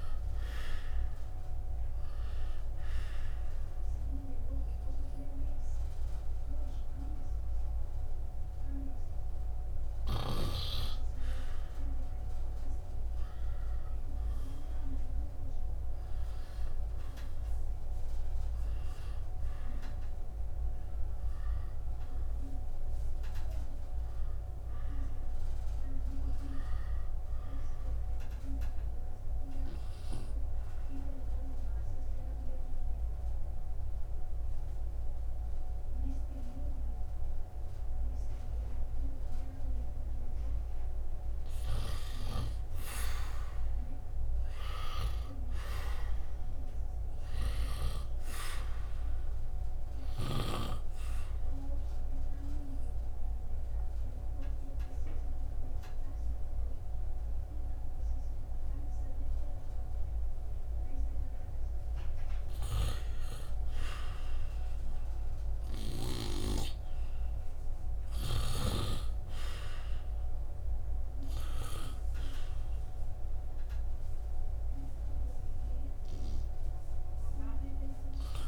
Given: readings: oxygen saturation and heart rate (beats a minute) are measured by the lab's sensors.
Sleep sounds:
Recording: breathing in sleep by a room microphone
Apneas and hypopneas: 3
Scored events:
2.00-16.00 s: oxygen desaturation (device-marked, oxygen 96% before, 90% lowest, heart rate 68 before, 69 extreme)
3.50-14.00 s: hypopnea (oxygen 98% before, 89% lowest, heart rate 68 before, 69 extreme, up 1 after)
16.50-20.50 s: arousal
30.00-41.50 s: obstructive apnea (oxygen 97% before, 89% lowest, heart rate 70 before, 64 extreme, up 0 after)
42.00-62.00 s: oxygen desaturation (device-marked, oxygen 96% before, 89% lowest, heart rate 70 before, 64 extreme)
44.00-47.00 s: arousal
51.50-62.00 s: obstructive apnea (oxygen 97% before, 88% lowest, heart rate 67 before, 67 extreme, up 0 after)
52.00-78.48 s: new sleep stage, N2 (light sleep)
64.50-68.00 s: arousal
71.00-78.48 s: oxygen desaturation (device-marked, oxygen 97% before, 92% lowest, heart rate 69 before, 64 extreme)
From the record:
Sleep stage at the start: N1 (lightest sleep)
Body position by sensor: on the right side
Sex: male

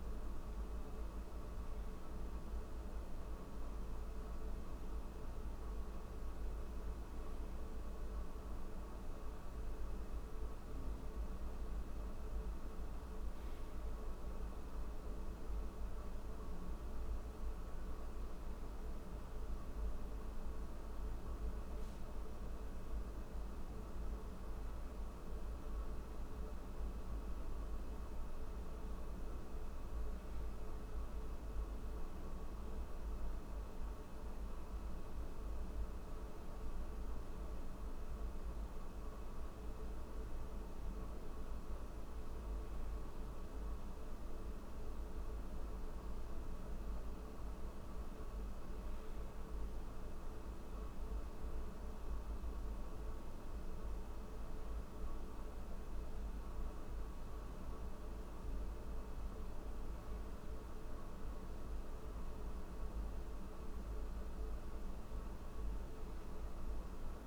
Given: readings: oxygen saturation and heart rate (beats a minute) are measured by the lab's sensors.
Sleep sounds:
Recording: breathing in sleep, hard to hear, by a room microphone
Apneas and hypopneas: none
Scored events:
none scored
From the record:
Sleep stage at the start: N3 (deep sleep)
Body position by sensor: on the back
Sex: male

